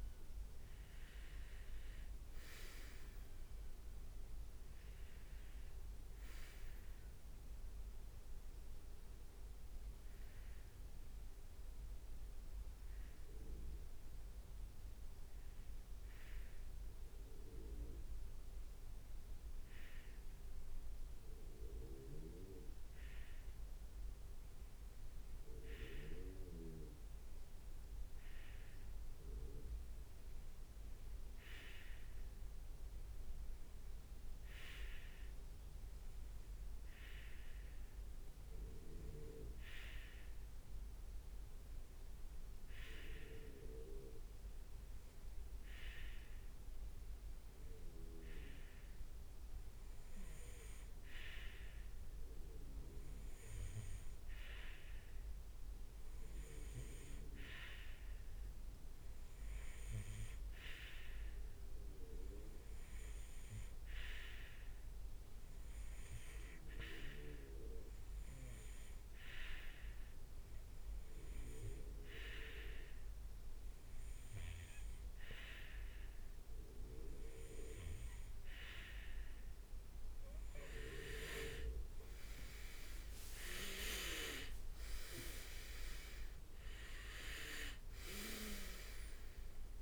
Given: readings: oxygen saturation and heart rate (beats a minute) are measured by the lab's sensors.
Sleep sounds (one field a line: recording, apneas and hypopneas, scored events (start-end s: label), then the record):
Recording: breathing in sleep by a room microphone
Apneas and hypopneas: 1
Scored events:
8.00-77.50 s: hypopnea (oxygen 98% before, 94% lowest, heart rate 70 before, 63 extreme, up 7 after)
27.50-28.50 s: oxygen desaturation (device-marked, oxygen 98% before, 97% lowest, heart rate 67 before, 65 extreme)
80.50-84.00 s: arousal
82.50-85.50 s: leg movement (device-marked)
From the record:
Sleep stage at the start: REM sleep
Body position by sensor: on the right side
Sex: male